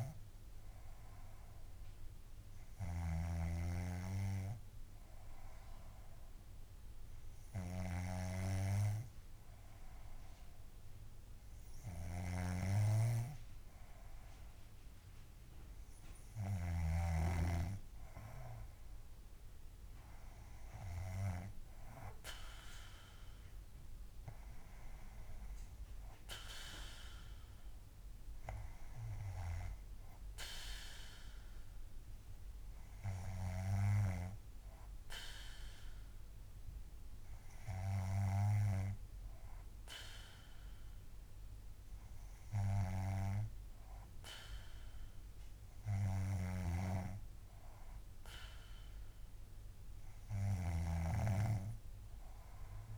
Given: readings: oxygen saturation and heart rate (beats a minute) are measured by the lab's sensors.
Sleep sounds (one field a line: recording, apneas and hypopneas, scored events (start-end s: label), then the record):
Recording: breathing in sleep by a room microphone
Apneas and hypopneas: none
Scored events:
0.00-21.50 s: snoring (device-marked)
29.00-34.00 s: snoring (device-marked)
46.50-52.98 s: snoring (device-marked)
From the record:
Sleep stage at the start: N2 (light sleep)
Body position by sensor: on the back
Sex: female